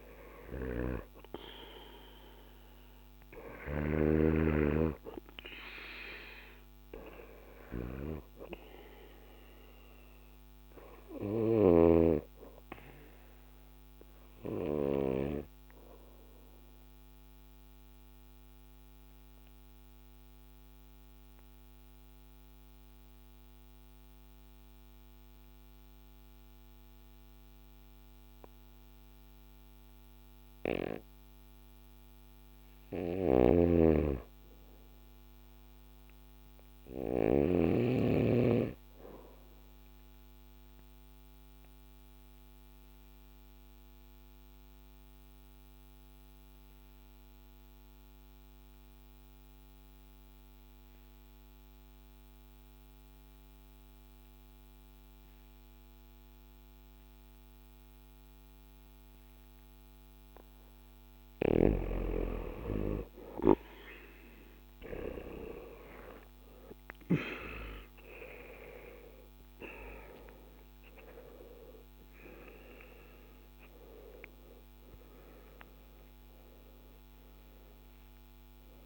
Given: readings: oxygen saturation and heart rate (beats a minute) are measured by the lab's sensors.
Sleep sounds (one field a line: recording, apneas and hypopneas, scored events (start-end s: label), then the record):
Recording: breathing in sleep by a microphone on the trachea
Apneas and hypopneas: 2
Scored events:
0.00-1.00 s: arousal
0.00-4.00 s: snoring (device-marked)
2.00-29.00 s: oxygen desaturation (device-marked, oxygen 98% before, 91% lowest, heart rate 56 before, 53 extreme)
13.50-30.00 s: obstructive apnea (oxygen 98% before, 86% lowest, heart rate 56 before, 53 extreme, up 4 after)
32.00-36.50 s: arousal
33.00-37.50 s: snoring (device-marked)
41.50-60.00 s: obstructive apnea (oxygen 97% before, 86% lowest, heart rate 56 before, 53 extreme, up 6 after)
52.00-78.86 s: oxygen desaturation (device-marked, oxygen 96% before, 86% lowest, heart rate 54 before, 52 extreme)
61.00-67.00 s: snoring (device-marked)
70.00-78.86 s: tachycardia (device-marked, heart rate 57 before, 194 extreme)
71.00-73.00 s: long interval between heartbeats (device-marked, heart rate 56 before, 75 extreme)
71.00-76.50 s: arousal
73.00-75.00 s: long interval between heartbeats (device-marked, heart rate 58 before, 106 extreme)
From the record:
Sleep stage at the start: N2 (light sleep)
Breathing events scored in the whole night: 114 in 4.5 hours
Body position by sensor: on the back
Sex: male